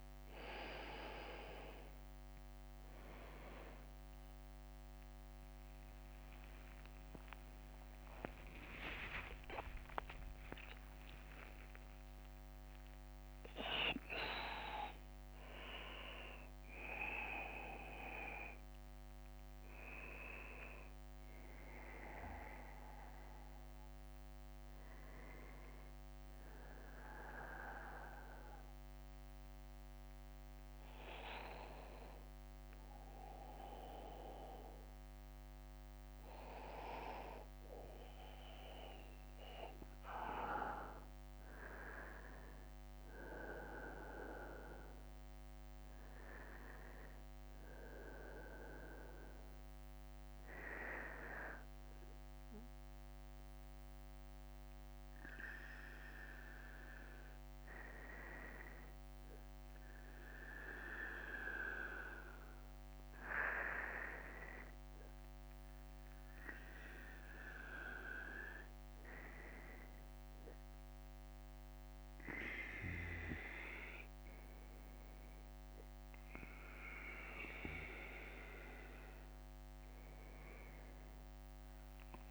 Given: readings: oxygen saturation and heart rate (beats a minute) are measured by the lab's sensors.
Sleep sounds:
breathing in sleep by a microphone on the trachea; none
0.00-4.50 s: drop in pulse transit time (device-marked, heart rate 72 extreme)
4.50-82.31 s: new sleep stage, N1 (lightest sleep)
5.00-9.50 s: arousal
6.00-16.50 s: leg movement (device-marked)
6.50-21.50 s: drop in pulse transit time (device-marked, heart rate 65 before, 68 extreme)
8.00-10.00 s: long interval between heartbeats (device-marked, heart rate 66 before, 78 extreme)
11.50-33.50 s: oxygen desaturation (device-marked, oxygen 94% before, 88% lowest, heart rate 72 before, 61 extreme)
80.50-82.31 s: tachycardia (device-marked, heart rate 61 before, 119 extreme)
From the record:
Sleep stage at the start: N2 (light sleep); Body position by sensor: on the right side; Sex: male

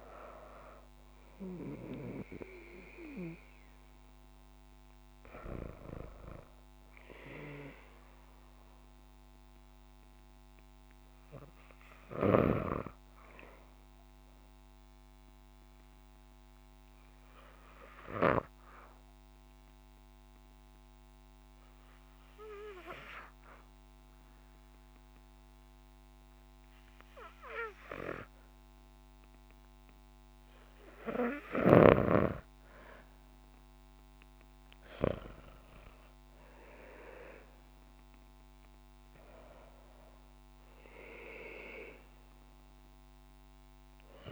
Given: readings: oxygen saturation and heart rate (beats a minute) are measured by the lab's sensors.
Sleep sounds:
breathing in sleep by a microphone on the trachea; 1
0.00-5.00 s: oxygen desaturation (device-marked, oxygen 78% lowest, heart rate 51 extreme)
6.00-9.50 s: arousal
13.00-30.50 s: obstructive apnea (oxygen 99% before, 85% lowest, heart rate 66 before, 54 extreme, up 8 after)
30.00-44.31 s: oxygen desaturation (device-marked, oxygen 98% before, 93% lowest, heart rate 58 before, 54 extreme)
32.00-36.00 s: arousal
From the record:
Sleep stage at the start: REM sleep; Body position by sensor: on the back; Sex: female

